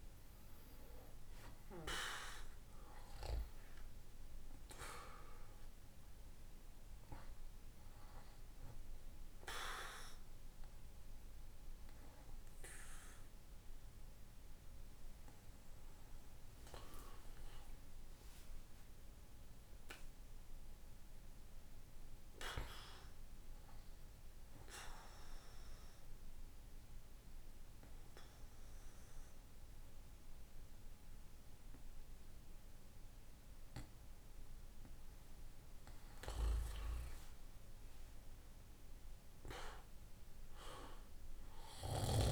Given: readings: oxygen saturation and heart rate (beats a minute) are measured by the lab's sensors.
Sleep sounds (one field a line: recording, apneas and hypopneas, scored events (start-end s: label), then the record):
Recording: breathing in sleep by a room microphone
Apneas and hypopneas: 1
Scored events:
0.00-1.00 s: arousal
2.00-23.00 s: oxygen desaturation (device-marked, oxygen 99% before, 94% lowest, heart rate 64 before, 60 extreme)
17.50-34.50 s: obstructive apnea (oxygen 99% before, 92% lowest, heart rate 71 before, 60 extreme, up 13 after)
37.00-40.00 s: arousal
From the record:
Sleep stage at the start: N2 (light sleep)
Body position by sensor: on the back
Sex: male